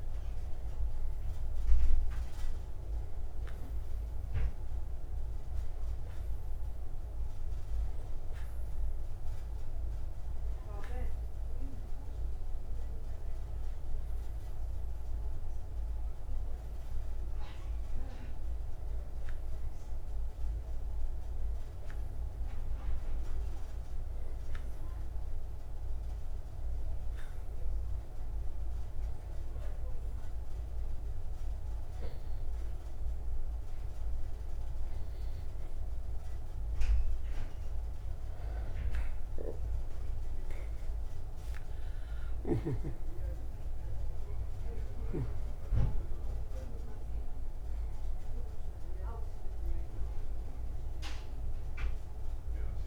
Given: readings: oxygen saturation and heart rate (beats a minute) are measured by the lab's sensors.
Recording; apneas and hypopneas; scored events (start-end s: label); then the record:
breathing in sleep by a room microphone; 1
27.00-39.00 s: hypopnea (oxygen 95% before, 91% lowest, heart rate 139 before, 49 extreme)
43.00-49.00 s: arousal
From the record:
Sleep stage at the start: N2 (light sleep); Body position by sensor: on the right side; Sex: male